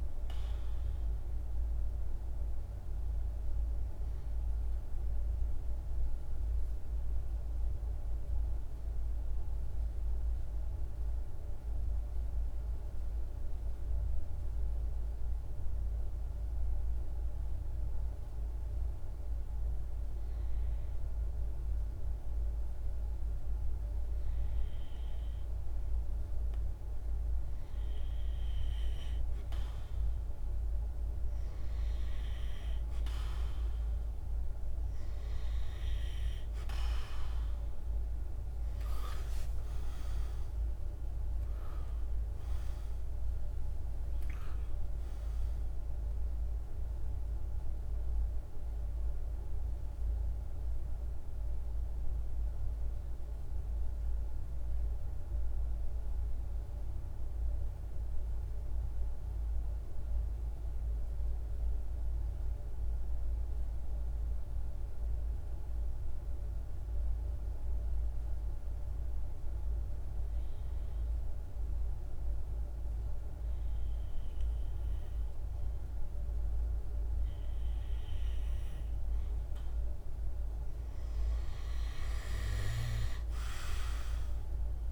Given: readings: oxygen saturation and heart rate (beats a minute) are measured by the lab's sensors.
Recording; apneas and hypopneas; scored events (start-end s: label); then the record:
breathing in sleep, hard to hear, by a room microphone; 2
5.00-24.50 s: hypopnea (oxygen 96% before, 92% lowest, heart rate 53 before, 53 extreme, up 1 after)
25.50-57.50 s: oxygen desaturation (device-marked, oxygen 98% before, 92% lowest, heart rate 53 before, 49 extreme)
33.00-38.00 s: arousal
53.50-73.50 s: hypopnea (oxygen 98% before, 91% lowest, heart rate 57 before, 50 extreme, up 2 after)
72.50-84.91 s: oxygen desaturation (device-marked, oxygen 99% before, 91% lowest, heart rate 51 before, 50 extreme)
81.50-84.91 s: arousal
From the record:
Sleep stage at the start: N2 (light sleep); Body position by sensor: on the right side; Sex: male